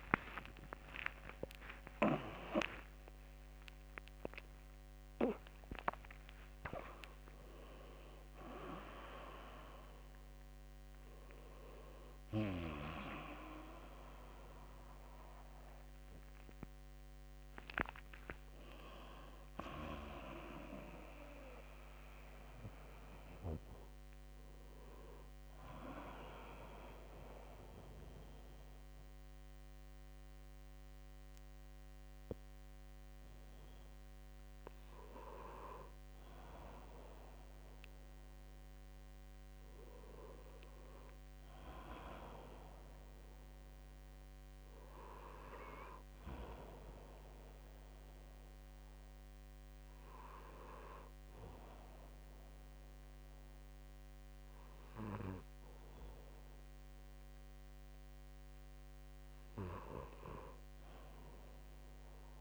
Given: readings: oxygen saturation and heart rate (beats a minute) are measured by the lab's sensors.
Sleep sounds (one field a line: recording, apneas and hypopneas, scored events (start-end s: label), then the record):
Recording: a person partly awake in a sleep study, by a microphone on the trachea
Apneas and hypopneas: none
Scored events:
0.00-1.00 s: long interval between heartbeats (device-marked, heart rate 167 extreme)
4.00-6.00 s: long interval between heartbeats (device-marked, heart rate 130 before, 215 extreme)
6.50-8.50 s: long interval between heartbeats (device-marked, heart rate 145 before, 208 extreme)
22.00-62.41 s: new sleep stage, N1 (lightest sleep)
From the record:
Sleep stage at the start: awake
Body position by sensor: on the right side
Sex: male